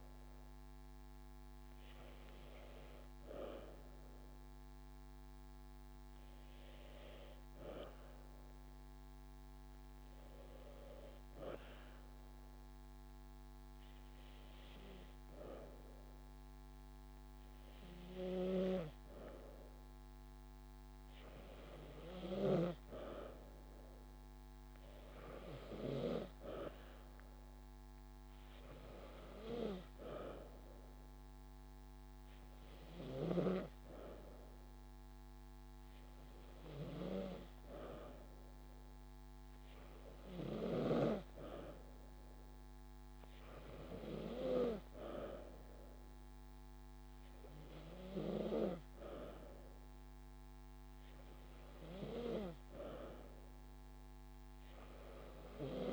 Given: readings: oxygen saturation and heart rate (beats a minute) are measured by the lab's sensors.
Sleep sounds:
breathing in sleep by a microphone on the trachea; none
5.50-7.50 s: long interval between heartbeats (device-marked)
10.50-19.50 s: drop in pulse transit time (device-marked)
16.00-18.00 s: long interval between heartbeats (device-marked)
38.50-40.50 s: long interval between heartbeats (device-marked)
50.50-55.93 s: drop in pulse transit time (device-marked)
From the record:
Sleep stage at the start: N2 (light sleep); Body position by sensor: on the back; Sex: female

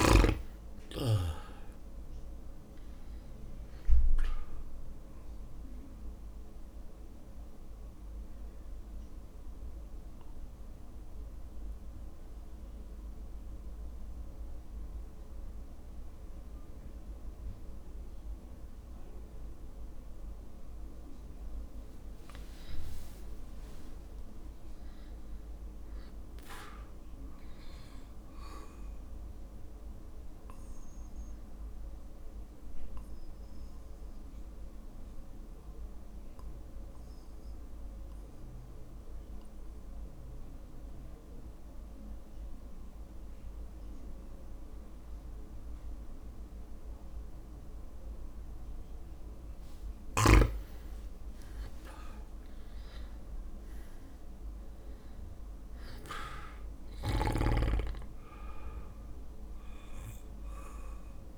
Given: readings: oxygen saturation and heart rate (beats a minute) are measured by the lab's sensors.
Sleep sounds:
breathing in sleep by a room microphone; 2
0.00-15.00 s: drop in pulse transit time (device-marked, heart rate 53 extreme)
1.00-24.00 s: oxygen desaturation (device-marked, oxygen 99% before, 92% lowest, heart rate 59 before, 53 extreme)
6.50-21.50 s: central apnea (oxygen 99% before, 92% lowest, heart rate 60 before, 53 extreme, up 5 after)
24.00-27.00 s: arousal
29.00-50.00 s: mixed apnea (oxygen 100% before, 93% lowest, heart rate 55 before, 53 extreme, up 6 after)
52.50-56.00 s: arousal
59.00-61.38 s: oxygen desaturation (device-marked, oxygen 99% before, 93% lowest, heart rate 56 before, 53 extreme)
From the record:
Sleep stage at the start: N2 (light sleep); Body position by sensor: on the back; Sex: male

